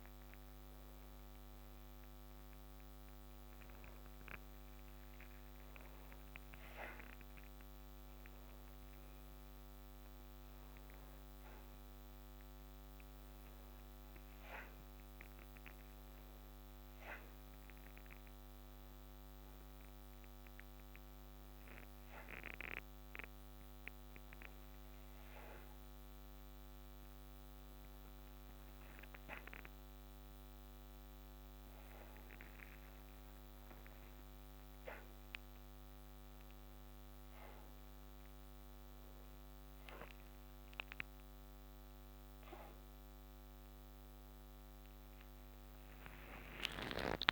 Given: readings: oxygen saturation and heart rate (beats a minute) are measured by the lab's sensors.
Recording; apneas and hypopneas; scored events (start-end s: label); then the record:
a person awake in a sleep study, by a microphone on the trachea; none
0.00-5.50 s: oxygen desaturation (device-marked, oxygen 93% lowest, heart rate 79 extreme)
From the record:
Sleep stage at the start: awake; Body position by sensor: upright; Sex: male